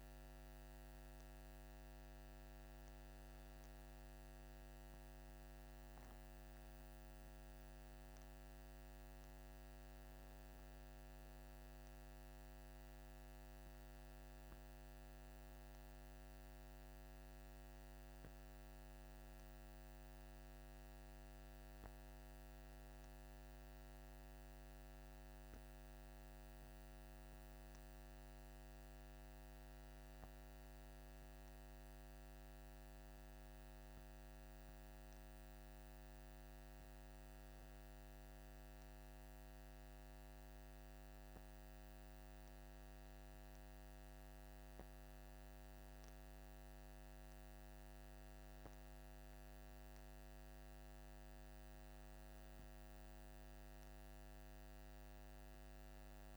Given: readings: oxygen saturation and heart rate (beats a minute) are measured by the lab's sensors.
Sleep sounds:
breathing in sleep, hard to hear, by a microphone on the trachea; none
none scored
From the record:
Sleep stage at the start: N2 (light sleep); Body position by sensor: on the back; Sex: male

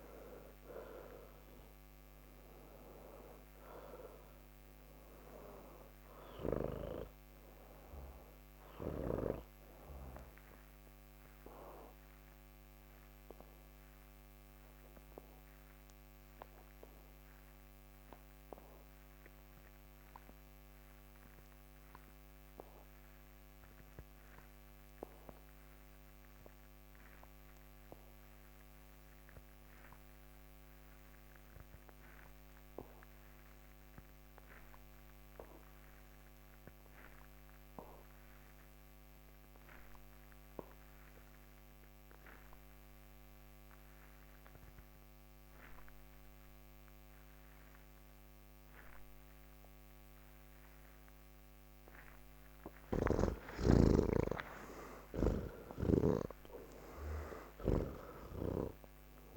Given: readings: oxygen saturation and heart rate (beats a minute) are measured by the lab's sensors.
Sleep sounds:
breathing in sleep by a microphone on the trachea; 1
0.00-21.00 s: oxygen desaturation (device-marked, oxygen 81% lowest, heart rate 74 extreme)
11.00-52.00 s: obstructive apnea (oxygen 97% before, 74% lowest, heart rate 111 before, 45 extreme, up 6 after)
36.00-59.37 s: oxygen desaturation (device-marked, oxygen 98% before, 74% lowest, heart rate 120 before, 45 extreme)
52.00-59.37 s: new sleep stage, N3 (deep sleep)
From the record:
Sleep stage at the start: N2 (light sleep); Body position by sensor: on the back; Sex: male

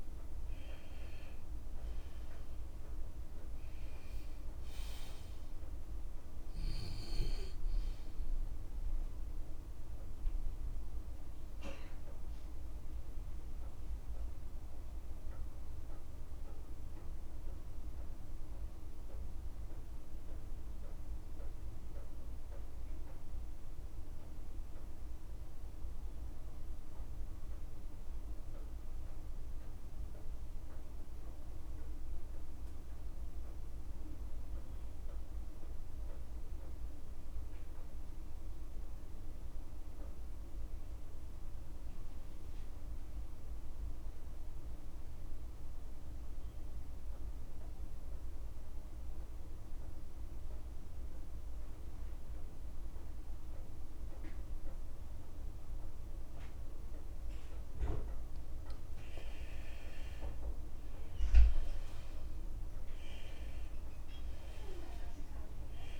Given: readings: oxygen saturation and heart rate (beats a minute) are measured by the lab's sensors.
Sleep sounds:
breathing in sleep, hard to hear, by a room microphone; 1
0.00-31.50 s: oxygen desaturation (device-marked, oxygen 81% lowest, heart rate 51 extreme)
11.00-59.00 s: obstructive apnea (oxygen 92% before, 81% lowest, heart rate 66 before, 51 extreme, up 18 after)
20.00-22.00 s: long interval between heartbeats (device-marked, heart rate 55 before, 59 extreme)
23.50-25.50 s: long interval between heartbeats (device-marked, heart rate 55 before, 69 extreme)
25.50-27.50 s: long interval between heartbeats (device-marked, heart rate 56 before, 73 extreme)
28.00-30.00 s: long interval between heartbeats (device-marked, heart rate 58 before, 77 extreme)
31.50-33.50 s: long interval between heartbeats (device-marked, heart rate 63 before, 80 extreme)
34.00-36.00 s: long interval between heartbeats (device-marked, heart rate 66 before, 78 extreme)
41.00-43.00 s: long interval between heartbeats (device-marked, heart rate 73 before, 60 extreme)
44.50-46.50 s: long interval between heartbeats (device-marked, heart rate 74 before, 77 extreme)
47.50-66.00 s: oxygen desaturation (device-marked, oxygen 97% before, 81% lowest, heart rate 74 before, 46 extreme)
48.00-50.00 s: long interval between heartbeats (device-marked, heart rate 74 before, 78 extreme)
51.50-53.50 s: long interval between heartbeats (device-marked, heart rate 72 before, 76 extreme)
55.00-57.00 s: long interval between heartbeats (device-marked, heart rate 72 before, 85 extreme)
58.00-60.00 s: long interval between heartbeats (device-marked, heart rate 74 before, 91 extreme)
61.00-65.00 s: arousal
From the record:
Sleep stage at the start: N2 (light sleep); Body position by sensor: on the left side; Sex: male

